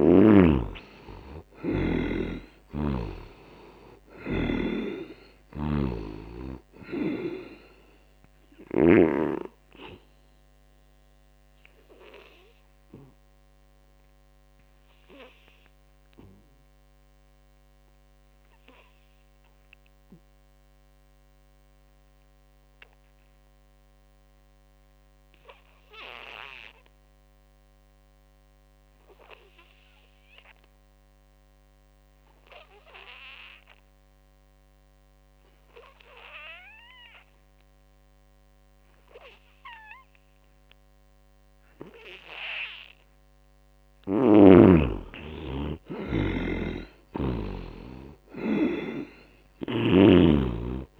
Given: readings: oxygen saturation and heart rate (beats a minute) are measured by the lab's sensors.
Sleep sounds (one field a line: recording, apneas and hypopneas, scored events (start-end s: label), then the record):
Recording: breathing in sleep by a microphone on the trachea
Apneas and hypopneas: 1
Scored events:
0.00-2.00 s: arousal
0.00-20.50 s: oxygen desaturation (device-marked, oxygen 72% lowest, heart rate 61 extreme)
2.00-8.50 s: snoring (device-marked)
10.00-41.50 s: obstructive apnea (oxygen 98% before, 72% lowest, heart rate 71 before, 61 extreme, up 8 after)
30.50-51.00 s: oxygen desaturation (device-marked, oxygen 98% before, 72% lowest, heart rate 80 before, 57 extreme)
44.00-47.00 s: arousal
46.00-49.50 s: snoring (device-marked)
From the record:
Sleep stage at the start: N2 (light sleep)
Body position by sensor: on the back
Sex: male